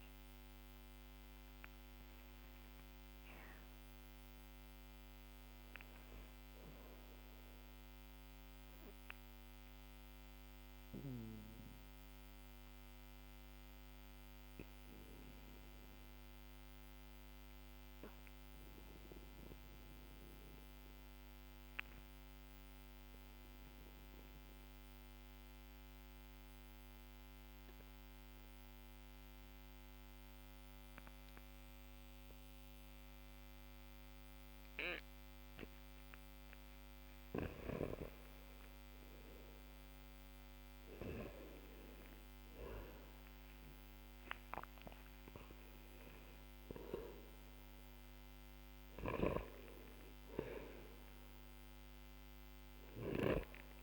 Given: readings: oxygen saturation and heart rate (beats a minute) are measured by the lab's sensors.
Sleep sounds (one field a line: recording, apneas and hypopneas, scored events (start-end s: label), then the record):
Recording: breathing in sleep by a microphone on the trachea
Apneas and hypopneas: 1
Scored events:
0.00-21.50 s: oxygen desaturation (device-marked, oxygen 93% lowest, heart rate 45 extreme)
7.00-37.00 s: mixed apnea (oxygen 97% before, 90% lowest, heart rate 60 before, 45 extreme, up 17 after)
38.00-42.50 s: arousal
44.50-53.82 s: oxygen desaturation (device-marked, oxygen 98% before, 90% lowest, heart rate 61 before, 45 extreme)
From the record:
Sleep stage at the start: N2 (light sleep)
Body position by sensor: on the back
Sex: male